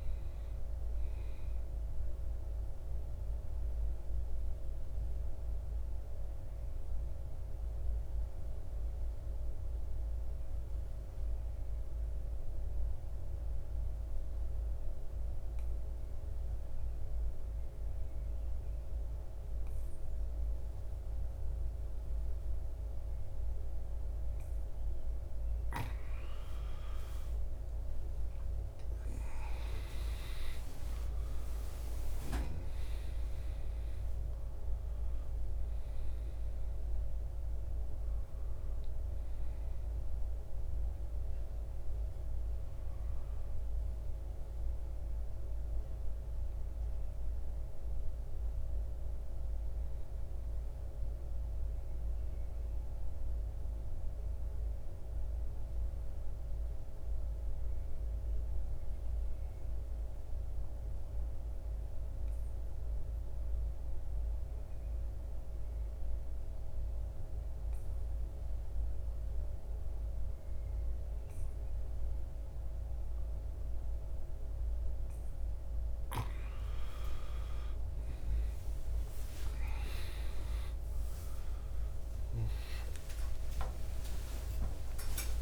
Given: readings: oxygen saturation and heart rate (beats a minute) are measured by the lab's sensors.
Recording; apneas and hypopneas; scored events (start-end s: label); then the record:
breathing in sleep, hard to hear, by a room microphone; 2
0.00-13.50 s: oxygen desaturation (device-marked, oxygen 81% lowest, heart rate 49 extreme)
1.50-25.50 s: mixed apnea (oxygen 98% before, 81% lowest, heart rate 65 before, 49 extreme, up 17 after)
26.50-31.00 s: arousal
27.50-53.50 s: oxygen desaturation (device-marked, oxygen 98% before, 83% lowest, heart rate 52 before, 49 extreme)
50.50-75.00 s: mixed apnea (oxygen 98% before, 81% lowest, heart rate 61 before, 49 extreme, up 47 after)
72.50-85.42 s: oxygen desaturation (device-marked, oxygen 97% before, 81% lowest, heart rate 51 before, 56 extreme)
77.50-82.50 s: arousal
From the record:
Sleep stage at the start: N2 (light sleep); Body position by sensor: on the back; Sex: male